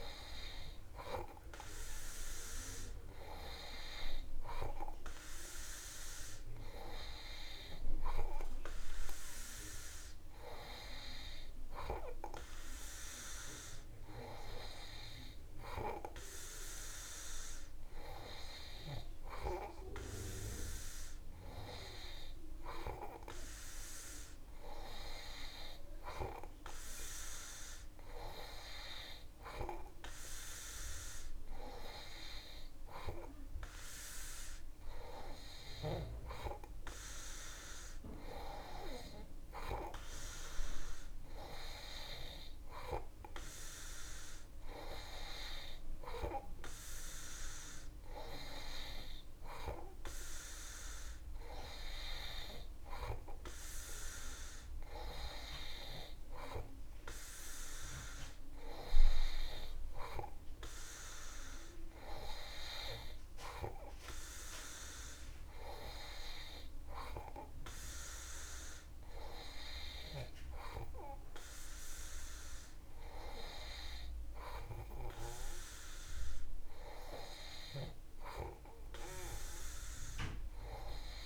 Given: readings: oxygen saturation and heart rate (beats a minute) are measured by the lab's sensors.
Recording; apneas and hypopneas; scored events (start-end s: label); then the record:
breathing in sleep by a room microphone; none
none scored
From the record:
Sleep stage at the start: N2 (light sleep); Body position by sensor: on the back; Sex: male